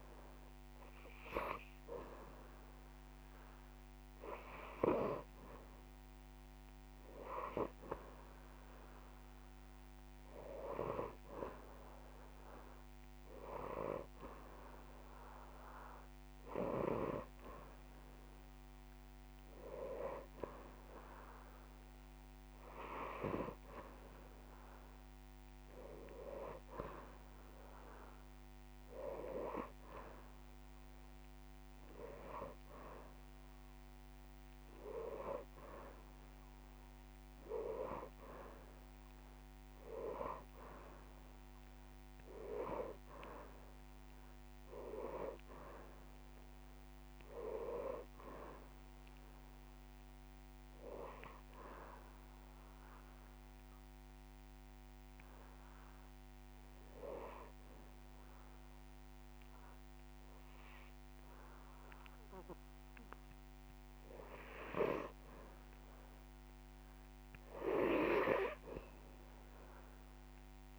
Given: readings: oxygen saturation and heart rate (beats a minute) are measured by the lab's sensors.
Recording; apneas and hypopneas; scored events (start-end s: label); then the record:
breathing in sleep by a microphone on the trachea; 1
0.00-18.00 s: oxygen desaturation (device-marked, oxygen 92% lowest)
51.00-63.50 s: obstructive apnea (oxygen 98% before, 92% lowest)
From the record:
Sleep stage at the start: N2 (light sleep); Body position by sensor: on the back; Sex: male